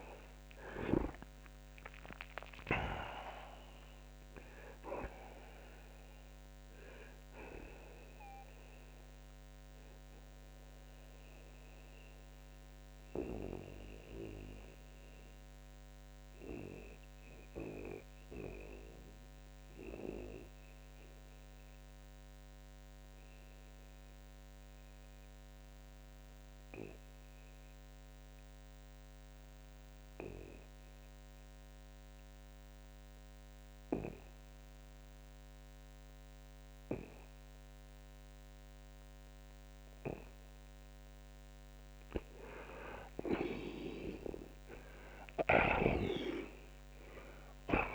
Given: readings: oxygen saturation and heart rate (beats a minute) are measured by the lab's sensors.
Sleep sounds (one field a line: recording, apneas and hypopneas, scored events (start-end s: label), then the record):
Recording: breathing in sleep by a microphone on the trachea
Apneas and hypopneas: 1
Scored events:
0.00-13.50 s: oxygen desaturation (device-marked, oxygen 88% lowest)
7.50-47.95 s: new sleep stage, REM sleep
8.00-40.50 s: mixed apnea (oxygen 95% before, 77% lowest)
23.50-40.50 s: oxygen desaturation (device-marked, oxygen 89% before, 77% lowest)
42.00-45.50 s: arousal
From the record:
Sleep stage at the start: N2 (light sleep)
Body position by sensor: on the back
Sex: male